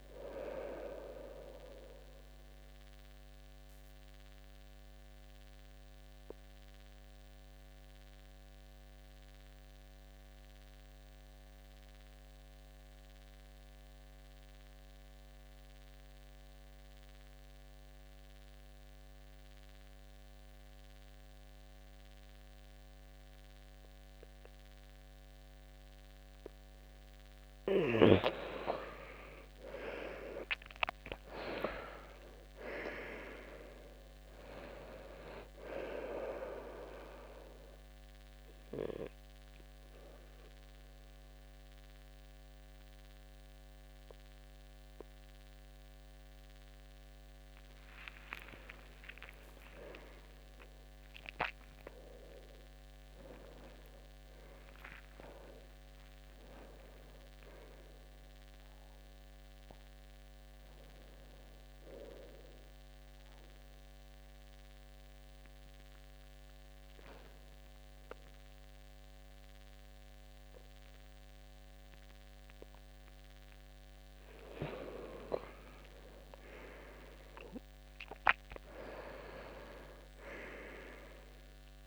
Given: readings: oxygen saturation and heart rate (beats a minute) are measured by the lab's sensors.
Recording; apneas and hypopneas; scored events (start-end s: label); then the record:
breathing in sleep by a microphone on the trachea; 3
0.00-8.50 s: oxygen desaturation (device-marked, oxygen 93% lowest, heart rate 65 extreme)
2.50-27.00 s: mixed apnea (oxygen 97% before, 88% lowest, heart rate 71 before, 65 extreme, up 9 after)
29.50-33.00 s: arousal
37.50-47.50 s: central apnea (oxygen 99% before, 88% lowest, heart rate 72 before, 65 extreme, up 20 after)
43.50-73.50 s: oxygen desaturation (device-marked, oxygen 96% before, 88% lowest, heart rate 72 before, 69 extreme)
49.50-53.00 s: arousal
63.00-73.00 s: mixed apnea (oxygen 96% before, 88% lowest, heart rate 76 before, 69 extreme, up 9 after)
76.50-79.00 s: arousal
From the record:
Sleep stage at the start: N2 (light sleep); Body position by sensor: on the back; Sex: male